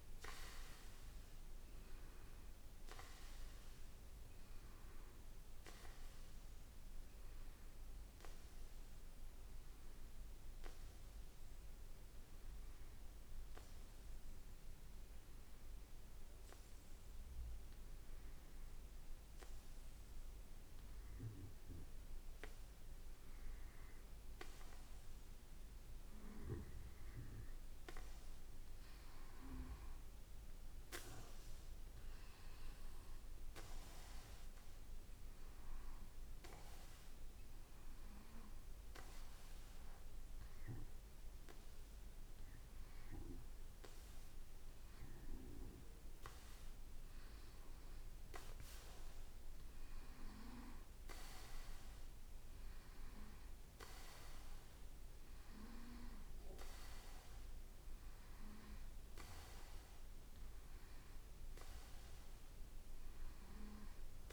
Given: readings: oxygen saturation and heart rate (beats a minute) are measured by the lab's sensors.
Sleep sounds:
breathing in sleep by a room microphone; 1
0.00-9.50 s: oxygen desaturation (device-marked, oxygen 89% lowest, heart rate 54 extreme)
11.00-26.00 s: obstructive apnea (oxygen 95% before, 92% lowest, heart rate 59 before, 55 extreme, up 4 after)
28.00-32.00 s: arousal
31.50-46.50 s: oxygen desaturation (device-marked, oxygen 96% before, 92% lowest, heart rate 57 before, 57 extreme)
From the record:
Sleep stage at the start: N2 (light sleep); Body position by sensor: on the back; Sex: male

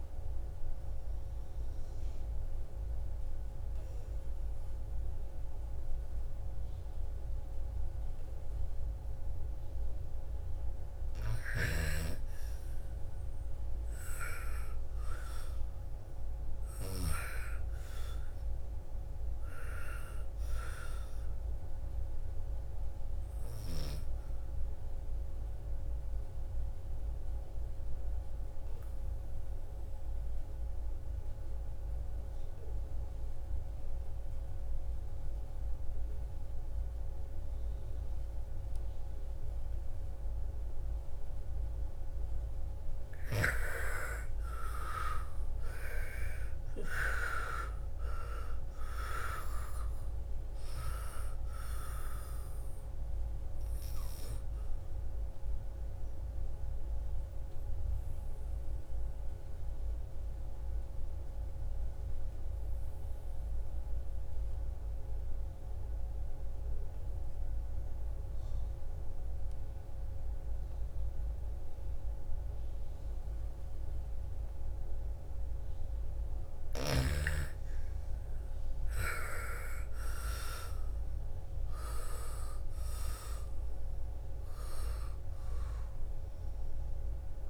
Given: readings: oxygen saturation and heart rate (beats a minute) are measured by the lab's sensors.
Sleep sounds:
breathing in sleep by a room microphone; 3
0.00-8.00 s: oxygen desaturation (device-marked, oxygen 84% lowest, heart rate 55 extreme)
0.50-11.50 s: obstructive apnea (oxygen 98% before, 84% lowest, heart rate 63 before, 55 extreme, up 12 after)
13.50-18.00 s: arousal
21.00-33.00 s: oxygen desaturation (device-marked, oxygen 99% before, 94% lowest, heart rate 60 before, 55 extreme)
23.00-41.50 s: obstructive apnea (oxygen 99% before, 84% lowest, heart rate 61 before, 55 extreme, up 14 after)
43.50-48.00 s: arousal
44.00-64.00 s: oxygen desaturation (device-marked, oxygen 98% before, 84% lowest, heart rate 59 before, 56 extreme)
55.50-76.00 s: mixed apnea (oxygen 98% before, 84% lowest, heart rate 64 before, 54 extreme, up 12 after)
76.00-87.50 s: oxygen desaturation (device-marked, oxygen 99% before, 86% lowest, heart rate 58 before, 54 extreme)
78.00-82.00 s: arousal
From the record:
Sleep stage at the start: N2 (light sleep); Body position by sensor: on the back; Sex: female

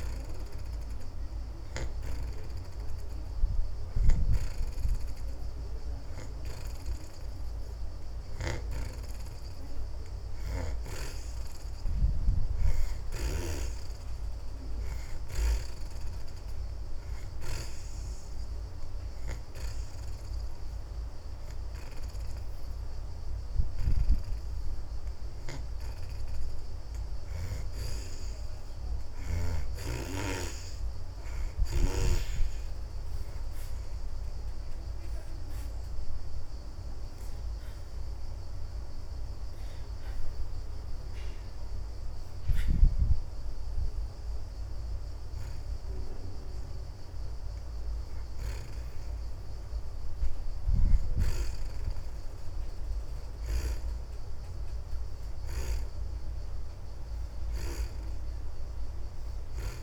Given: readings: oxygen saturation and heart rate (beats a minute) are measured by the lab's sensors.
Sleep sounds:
breathing in sleep by a room microphone; 1
0.00-3.00 s: oxygen desaturation (device-marked, oxygen 62% lowest)
5.00-18.00 s: oxygen desaturation (device-marked, oxygen 76% before, 67% lowest)
10.00-13.50 s: snoring (device-marked)
18.50-28.50 s: hypopnea (oxygen 76% before, 57% lowest)
27.00-41.00 s: oxygen desaturation (device-marked, oxygen 70% before, 61% lowest)
34.00-37.50 s: arousal
46.00-59.83 s: oxygen desaturation (device-marked, oxygen 69% before, 57% lowest)
From the record:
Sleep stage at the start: N2 (light sleep); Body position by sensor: on the back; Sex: female

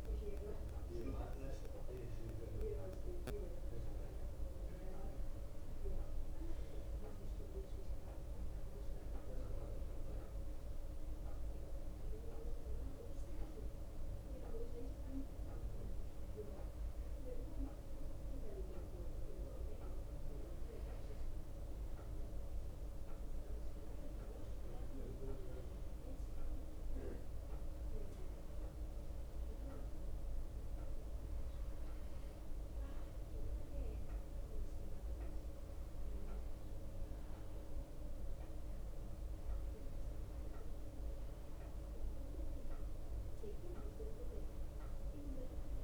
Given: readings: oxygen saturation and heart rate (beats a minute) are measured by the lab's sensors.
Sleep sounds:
breathing in sleep by a room microphone; none
none scored
From the record:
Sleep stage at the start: N2 (light sleep); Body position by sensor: on the back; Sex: male

